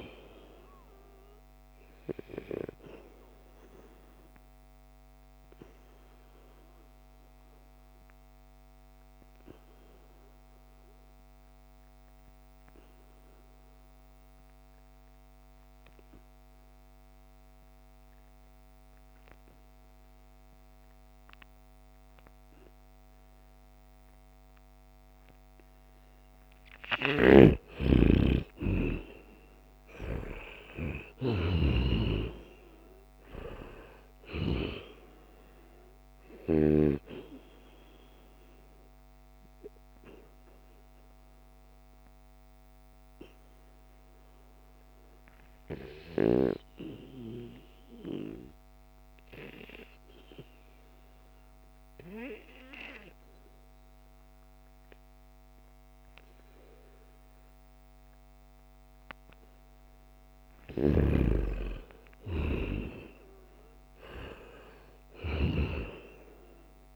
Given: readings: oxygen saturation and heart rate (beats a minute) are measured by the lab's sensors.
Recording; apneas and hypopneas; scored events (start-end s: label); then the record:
breathing in sleep by a microphone on the trachea; 2
1.00-13.00 s: oxygen desaturation (device-marked, oxygen 95% before, 91% lowest, heart rate 79 before, 69 extreme)
3.50-25.50 s: obstructive apnea (oxygen 95% before, 89% lowest, heart rate 78 before, 69 extreme, up 6 after)
25.00-54.00 s: oxygen desaturation (device-marked, oxygen 96% before, 89% lowest, heart rate 74 before, 73 extreme)
26.50-31.00 s: arousal
27.00-32.00 s: snoring (device-marked)
40.00-60.00 s: obstructive apnea (oxygen 96% before, 89% lowest, heart rate 74 before, 73 extreme, up 3 after)
61.00-65.00 s: arousal
64.00-66.96 s: oxygen desaturation (device-marked, oxygen 97% before, 90% lowest, heart rate 78 before, 73 extreme)
From the record:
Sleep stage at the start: N2 (light sleep); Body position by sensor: on the back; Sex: male